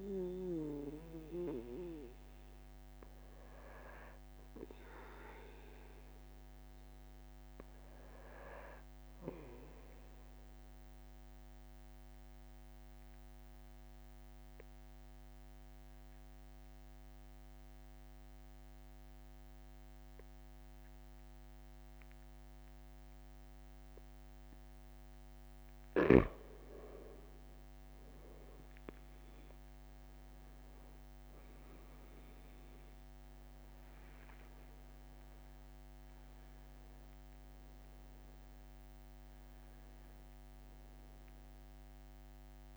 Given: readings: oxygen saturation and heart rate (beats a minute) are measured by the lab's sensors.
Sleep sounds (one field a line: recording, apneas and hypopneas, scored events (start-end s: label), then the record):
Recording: breathing in sleep by a microphone on the trachea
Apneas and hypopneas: 1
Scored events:
7.00-9.00 s: long interval between heartbeats (device-marked)
10.00-26.00 s: obstructive apnea (oxygen 95% before, 92% lowest)
15.00-17.00 s: long interval between heartbeats (device-marked)
20.00-22.00 s: long interval between heartbeats (device-marked)
25.50-27.50 s: long interval between heartbeats (device-marked)
29.00-33.50 s: arousal
From the record:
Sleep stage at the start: N2 (light sleep)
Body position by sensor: on the right side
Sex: male